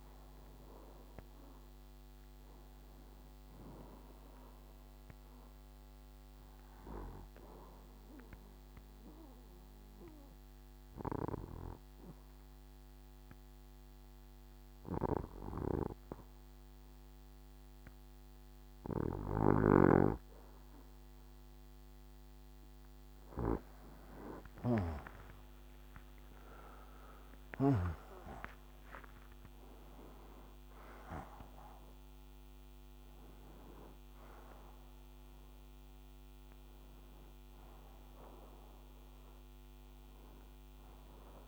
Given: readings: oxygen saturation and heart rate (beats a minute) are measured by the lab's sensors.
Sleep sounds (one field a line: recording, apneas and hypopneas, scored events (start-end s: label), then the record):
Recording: breathing in sleep by a microphone on the trachea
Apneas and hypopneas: 1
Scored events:
0.00-13.00 s: oxygen desaturation (device-marked, oxygen 92% lowest, heart rate 62 extreme)
6.00-21.50 s: obstructive apnea (oxygen 98% before, 91% lowest, heart rate 62 before, 62 extreme, up 9 after)
24.00-29.00 s: arousal
40.00-41.48 s: oxygen desaturation (device-marked, oxygen 94% before, 91% lowest, heart rate 67 before, 62 extreme)
From the record:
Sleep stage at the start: N2 (light sleep)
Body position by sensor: on the right side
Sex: male